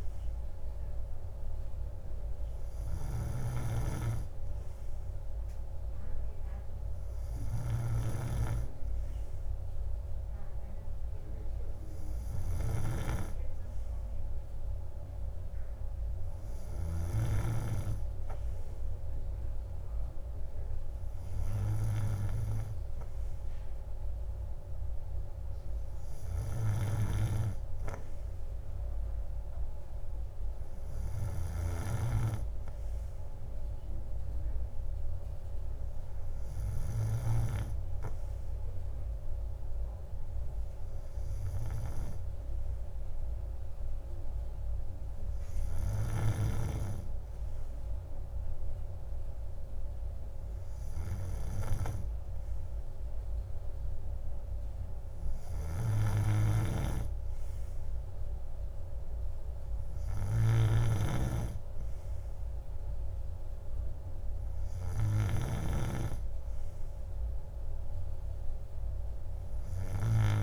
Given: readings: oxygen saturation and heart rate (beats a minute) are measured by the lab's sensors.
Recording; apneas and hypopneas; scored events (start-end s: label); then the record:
breathing in sleep by a room microphone; none
none scored
From the record:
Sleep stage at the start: N2 (light sleep); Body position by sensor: on the right side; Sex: male